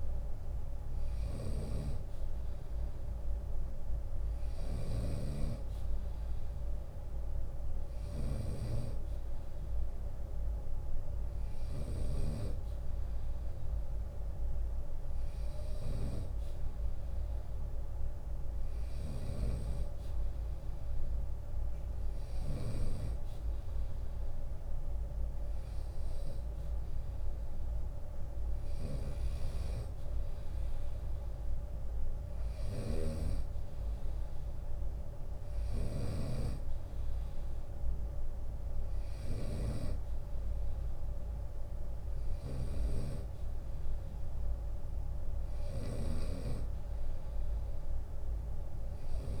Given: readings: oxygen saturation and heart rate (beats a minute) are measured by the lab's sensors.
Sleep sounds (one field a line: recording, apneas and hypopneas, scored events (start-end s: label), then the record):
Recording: breathing in sleep by a room microphone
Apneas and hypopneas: none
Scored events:
0.00-11.50 s: snoring (device-marked)
18.00-22.00 s: snoring (device-marked)
28.00-49.40 s: snoring (device-marked)
41.00-43.00 s: long interval between heartbeats (device-marked, heart rate 78 before, 71 extreme)
45.50-47.50 s: long interval between heartbeats (device-marked, heart rate 77 before, 74 extreme)
From the record:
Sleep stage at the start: N2 (light sleep)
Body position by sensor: on the right side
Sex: male